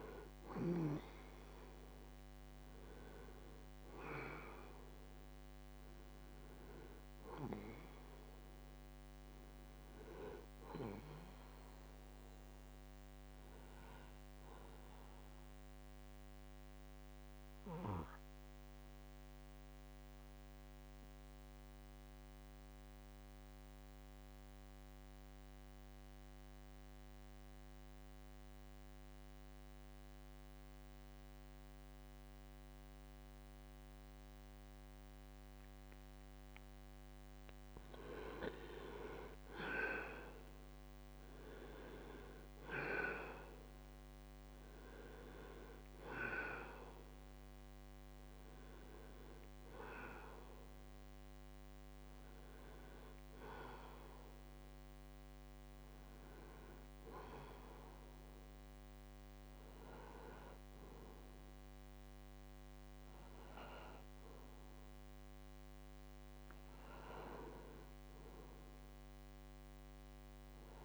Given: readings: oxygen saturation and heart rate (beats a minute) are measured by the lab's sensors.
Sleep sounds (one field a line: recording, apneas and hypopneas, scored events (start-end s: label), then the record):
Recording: breathing in sleep by a microphone on the trachea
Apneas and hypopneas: 1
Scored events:
0.00-20.50 s: oxygen desaturation (device-marked, oxygen 89% lowest, heart rate 55 extreme)
17.00-36.50 s: mixed apnea (oxygen 95% before, 86% lowest, heart rate 65 before, 55 extreme, up 3 after)
35.50-64.50 s: oxygen desaturation (device-marked, oxygen 96% before, 86% lowest, heart rate 69 before, 55 extreme)
38.50-42.00 s: arousal
From the record:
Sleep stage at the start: N2 (light sleep)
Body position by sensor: on the back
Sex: male